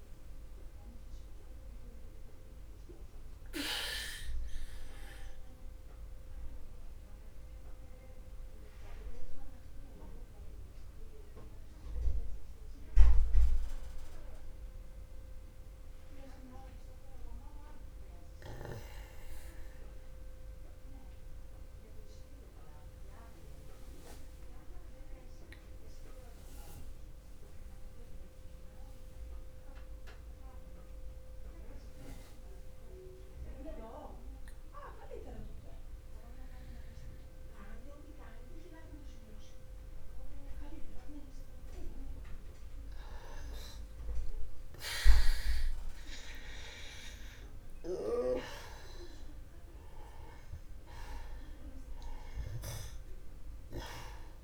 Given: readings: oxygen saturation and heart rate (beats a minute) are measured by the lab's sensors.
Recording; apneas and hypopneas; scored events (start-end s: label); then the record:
breathing in sleep by a room microphone; 1
0.00-22.00 s: oxygen desaturation (device-marked, oxygen 82% lowest, heart rate 60 extreme)
4.50-43.00 s: obstructive apnea (oxygen 97% before, 82% lowest, heart rate 62 before, 60 extreme, up 1 after)
44.50-49.00 s: arousal
47.00-54.44 s: oxygen desaturation (device-marked, oxygen 97% before, 88% lowest, heart rate 60 before, 55 extreme)
From the record:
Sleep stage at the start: N2 (light sleep); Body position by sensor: on the back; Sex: male